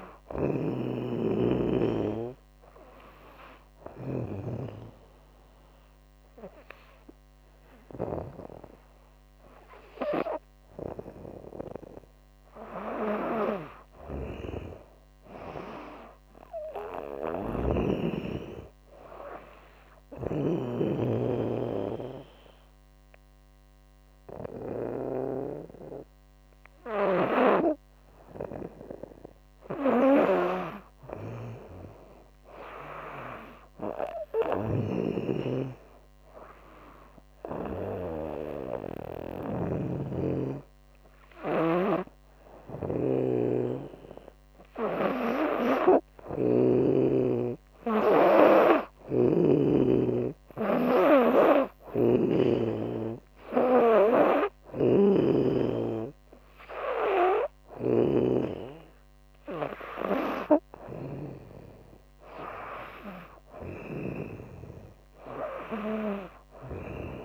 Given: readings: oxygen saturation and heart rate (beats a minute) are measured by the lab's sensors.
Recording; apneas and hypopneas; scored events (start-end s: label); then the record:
breathing in sleep by a microphone on the trachea; 3
0.00-3.50 s: snoring (device-marked)
2.00-12.50 s: obstructive apnea (oxygen 98% before, 96% lowest, heart rate 79 before, 73 extreme, up 5 after)
13.00-17.00 s: snoring (device-marked)
14.00-16.50 s: arousal
18.50-28.50 s: obstructive apnea (oxygen 98% before, 96% lowest, heart rate 79 before, 72 extreme, up 7 after)
19.00-46.00 s: snoring (device-marked)
30.50-33.00 s: arousal
36.00-46.00 s: obstructive apnea (oxygen 99% before, 95% lowest, heart rate 78 before, 72 extreme, up 8 after)
48.00-51.50 s: arousal
48.00-51.50 s: snoring (device-marked)
53.50-63.50 s: snoring (device-marked)
From the record:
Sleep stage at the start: N2 (light sleep); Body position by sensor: on the back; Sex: female